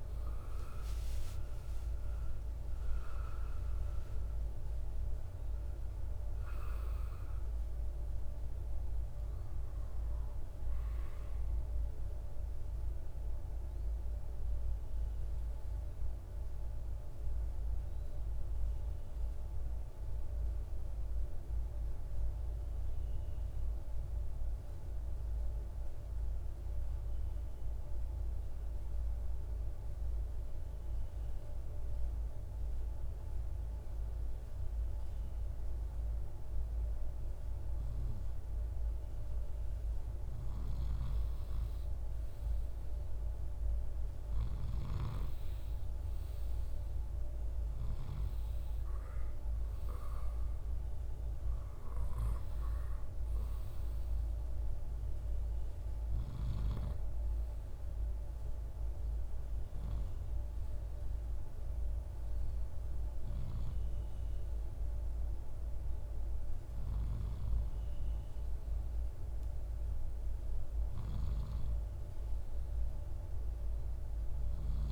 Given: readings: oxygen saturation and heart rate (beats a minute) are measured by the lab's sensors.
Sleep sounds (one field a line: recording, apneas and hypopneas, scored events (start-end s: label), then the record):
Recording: breathing in sleep, hard to hear, by a room microphone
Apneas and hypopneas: 1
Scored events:
0.00-3.50 s: arousal
0.00-23.00 s: oxygen desaturation (device-marked, oxygen 90% lowest, heart rate 53 extreme)
21.50-38.50 s: hypopnea (oxygen 97% before, 93% lowest, heart rate 64 before, 53 extreme, up 13 after)
40.00-69.00 s: oxygen desaturation (device-marked, oxygen 98% before, 93% lowest, heart rate 54 before, 57 extreme)
41.00-44.50 s: arousal
From the record:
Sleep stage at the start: N2 (light sleep)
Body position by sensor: on the right side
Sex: male